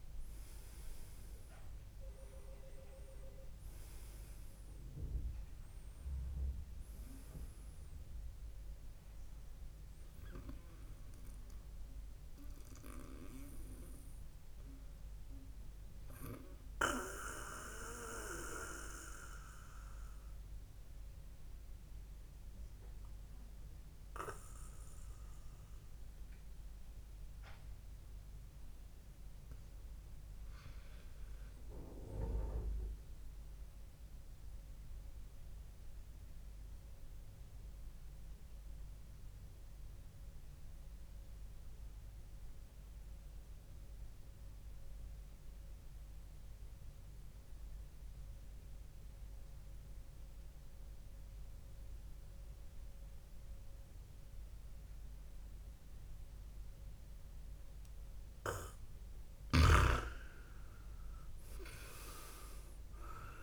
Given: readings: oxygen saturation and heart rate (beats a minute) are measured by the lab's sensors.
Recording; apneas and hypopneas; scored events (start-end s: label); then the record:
breathing in sleep by a room microphone; 2
16.50-27.50 s: obstructive apnea (oxygen 98% before, 93% lowest, heart rate 61 before, 63 extreme, up 7 after)
29.00-32.50 s: arousal
36.00-58.00 s: mixed apnea (oxygen 100% before, 93% lowest, heart rate 66 before, 60 extreme, up 0 after)
57.00-63.43 s: oxygen desaturation (device-marked, oxygen 99% before, 93% lowest, heart rate 68 before, 58 extreme)
60.00-63.00 s: arousal
From the record:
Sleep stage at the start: N2 (light sleep); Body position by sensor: on the back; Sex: male